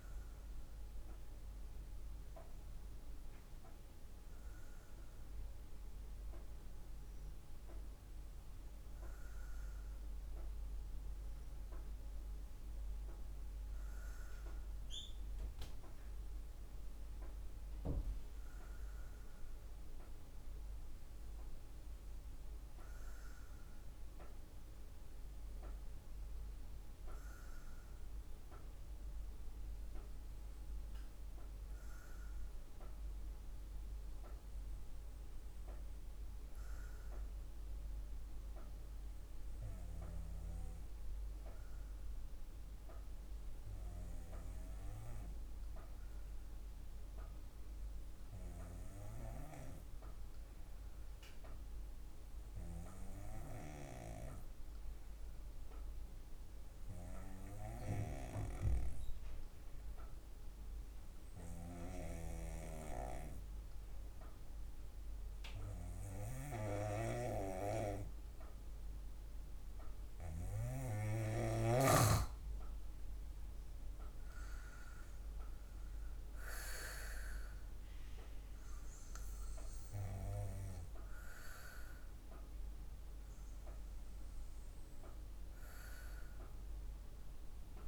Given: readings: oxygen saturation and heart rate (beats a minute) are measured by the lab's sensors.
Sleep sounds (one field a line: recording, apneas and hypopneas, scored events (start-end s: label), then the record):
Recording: breathing in sleep by a room microphone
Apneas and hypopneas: 1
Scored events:
2.00-66.00 s: obstructive apnea (oxygen 97% before, 91% lowest, heart rate 54 before, 51 extreme, up 3 after)
68.50-72.50 s: arousal
76.50-87.88 s: oxygen desaturation (device-marked, oxygen 94% before, 91% lowest, heart rate 57 before, 51 extreme)
From the record:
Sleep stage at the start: N2 (light sleep)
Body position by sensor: on the back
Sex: female